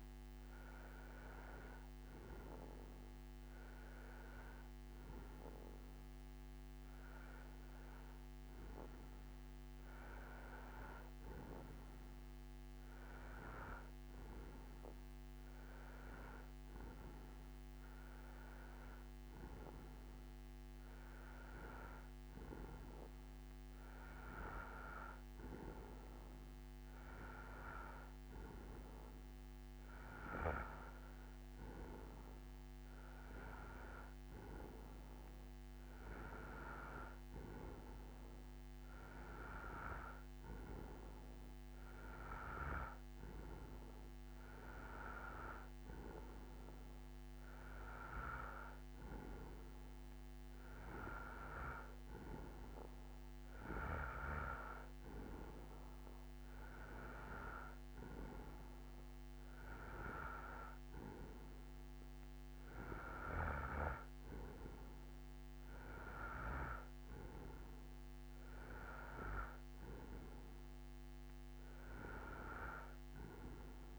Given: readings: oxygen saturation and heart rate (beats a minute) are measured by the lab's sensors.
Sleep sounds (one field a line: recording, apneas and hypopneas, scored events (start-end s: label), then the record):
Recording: breathing in sleep by a microphone on the trachea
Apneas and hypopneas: none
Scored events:
33.00-37.00 s: bradycardia (device-marked, heart rate 68 before, 39 extreme)
42.00-55.00 s: bradycardia (device-marked, heart rate 68 before, 32 extreme)
61.00-63.00 s: bradycardia (device-marked, heart rate 67 before, 68 extreme)
From the record:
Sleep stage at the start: N2 (light sleep)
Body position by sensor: on the right side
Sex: male